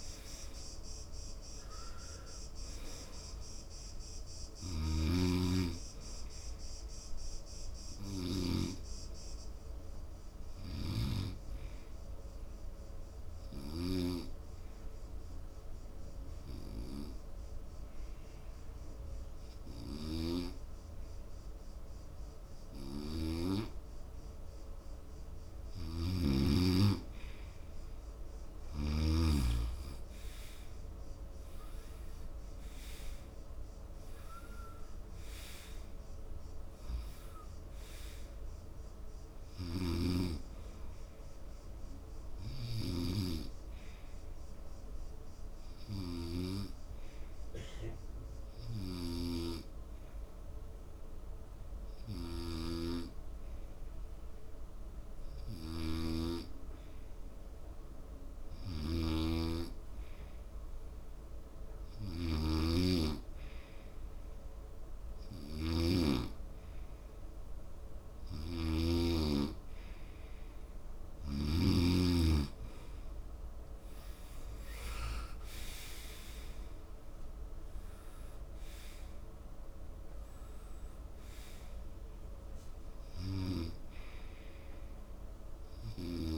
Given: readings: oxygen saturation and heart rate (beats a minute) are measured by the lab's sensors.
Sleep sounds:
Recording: breathing in sleep by a room microphone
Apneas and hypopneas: 2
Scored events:
0.00-25.00 s: oxygen desaturation (device-marked, oxygen 89% lowest)
14.00-26.50 s: obstructive apnea (oxygen 95% before, 89% lowest)
26.00-29.50 s: snoring (device-marked)
29.00-32.50 s: arousal
41.50-70.00 s: hypopnea (oxygen 95% before, 90% lowest)
49.00-62.00 s: oxygen desaturation (device-marked, oxygen 94% before, 90% lowest)
59.00-63.00 s: snoring (device-marked)
73.50-77.50 s: arousal
75.00-86.38 s: oxygen desaturation (device-marked, oxygen 96% before, 92% lowest)
From the record:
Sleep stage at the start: N2 (light sleep)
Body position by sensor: on the right side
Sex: male

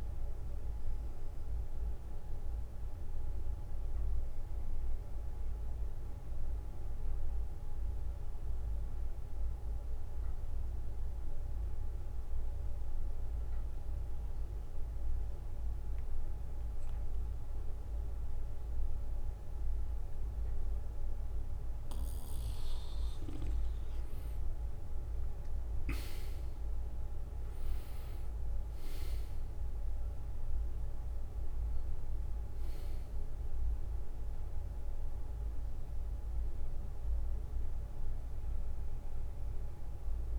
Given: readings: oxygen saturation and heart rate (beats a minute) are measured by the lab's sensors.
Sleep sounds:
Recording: breathing in sleep, hard to hear, by a room microphone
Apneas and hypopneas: 1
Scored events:
4.50-21.50 s: obstructive apnea (oxygen 98% before, 94% lowest, heart rate 62 before, 60 extreme, up 5 after)
24.00-29.00 s: arousal
From the record:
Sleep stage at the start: N2 (light sleep)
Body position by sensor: on the back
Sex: male

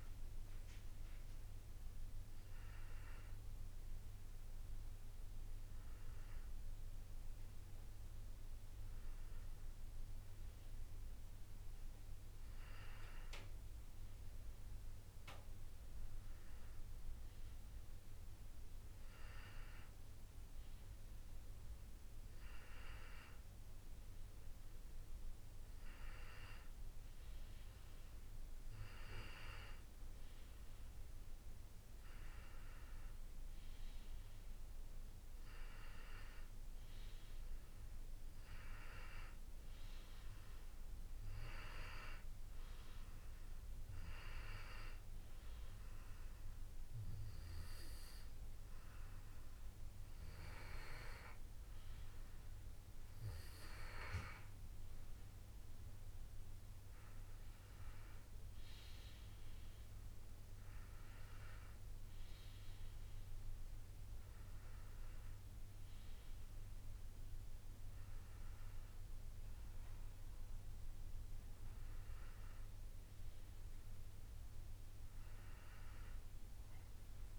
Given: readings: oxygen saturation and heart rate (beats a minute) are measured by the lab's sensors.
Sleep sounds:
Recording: breathing in sleep by a room microphone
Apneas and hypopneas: none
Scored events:
none scored
From the record:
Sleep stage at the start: N2 (light sleep)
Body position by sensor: on the back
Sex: male

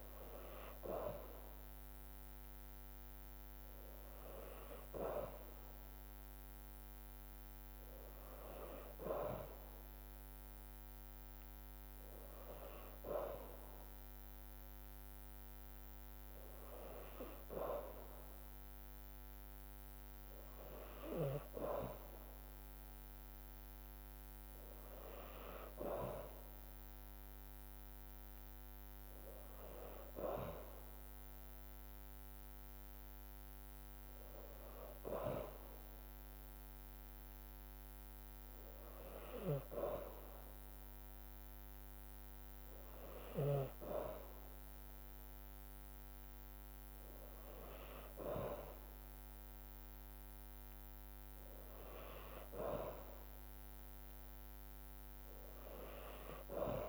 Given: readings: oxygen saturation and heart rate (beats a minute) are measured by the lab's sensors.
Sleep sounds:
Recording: breathing in sleep by a microphone on the trachea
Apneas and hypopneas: none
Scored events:
none scored
From the record:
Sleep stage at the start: N2 (light sleep)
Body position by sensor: on the back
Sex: female

